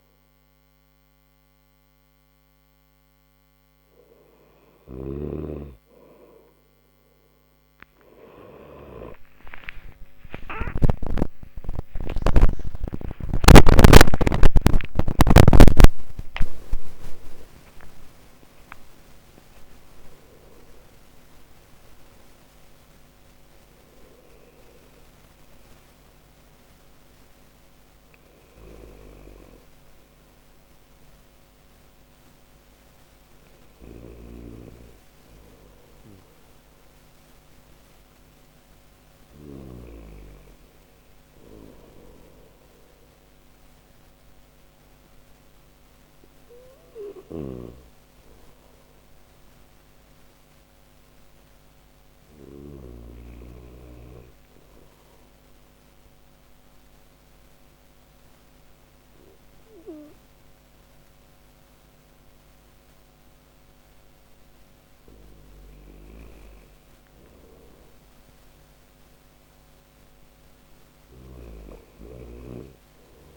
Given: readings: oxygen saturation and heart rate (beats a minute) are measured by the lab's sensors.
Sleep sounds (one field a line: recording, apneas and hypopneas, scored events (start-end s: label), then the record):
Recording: breathing in sleep by a microphone on the trachea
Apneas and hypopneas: none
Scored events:
27.50-38.50 s: snoring (device-marked)
46.00-51.50 s: snoring (device-marked)
65.00-70.50 s: snoring (device-marked)
From the record:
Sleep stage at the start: N1 (lightest sleep)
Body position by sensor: on the right side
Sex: male